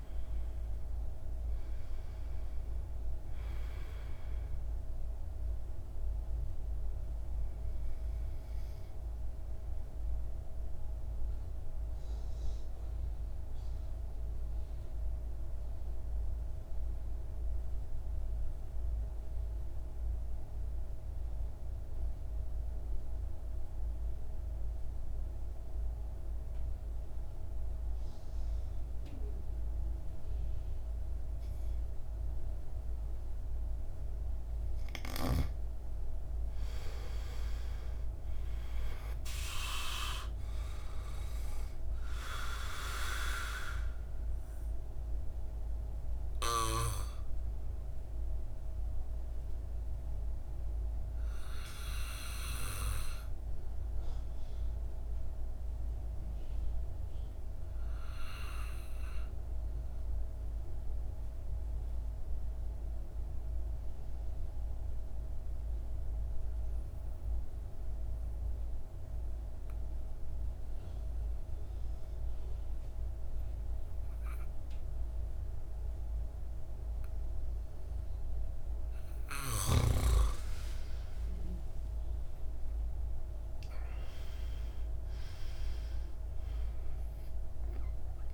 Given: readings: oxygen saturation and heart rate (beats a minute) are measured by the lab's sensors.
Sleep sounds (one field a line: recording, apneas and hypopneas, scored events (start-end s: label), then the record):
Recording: breathing in sleep by a room microphone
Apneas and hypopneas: 2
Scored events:
2.00-25.00 s: oxygen desaturation (device-marked, oxygen 98% before, 88% lowest, heart rate 58 before, 51 extreme)
9.50-34.00 s: mixed apnea (oxygen 98% before, 87% lowest, heart rate 62 before, 51 extreme, up 7 after)
33.00-66.00 s: oxygen desaturation (device-marked, oxygen 99% before, 87% lowest, heart rate 54 before, 53 extreme)
36.50-39.50 s: arousal
45.50-78.00 s: obstructive apnea (oxygen 99% before, 83% lowest, heart rate 60 before, 53 extreme, up 12 after)
78.00-88.34 s: oxygen desaturation (device-marked, oxygen 99% before, 83% lowest, heart rate 55 before, 53 extreme)
80.00-84.00 s: arousal
From the record:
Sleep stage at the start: N2 (light sleep)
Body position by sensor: on the back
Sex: male